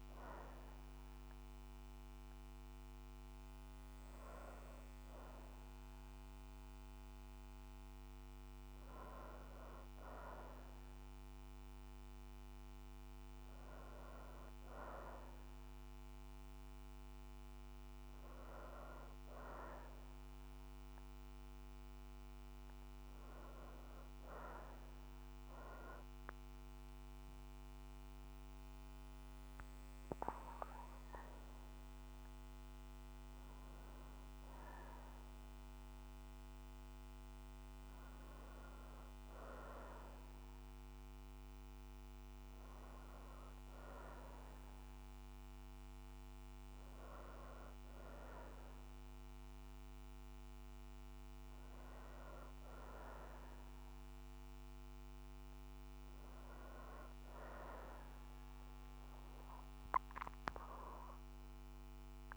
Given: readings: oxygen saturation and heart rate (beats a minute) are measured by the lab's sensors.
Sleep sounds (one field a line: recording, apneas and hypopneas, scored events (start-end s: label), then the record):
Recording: breathing in sleep by a microphone on the trachea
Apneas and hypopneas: none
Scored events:
none scored
From the record:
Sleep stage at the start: N2 (light sleep)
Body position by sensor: on the back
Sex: female